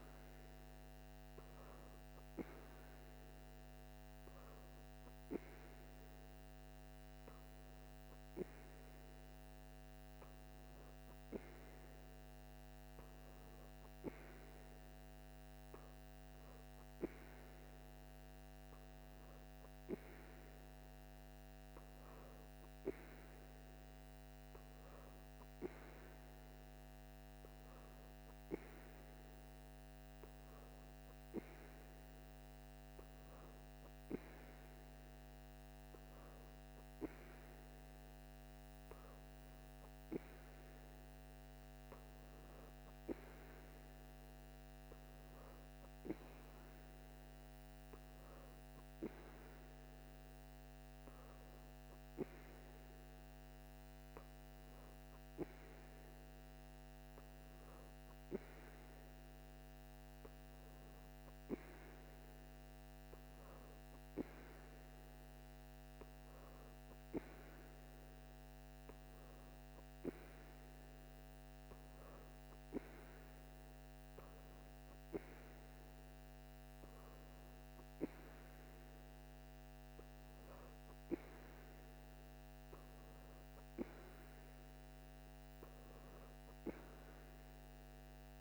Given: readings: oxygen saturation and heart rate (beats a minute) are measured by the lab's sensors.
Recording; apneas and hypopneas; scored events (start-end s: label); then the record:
breathing in sleep by a microphone on the trachea; none
none scored
From the record:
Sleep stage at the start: N2 (light sleep); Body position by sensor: on the right side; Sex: female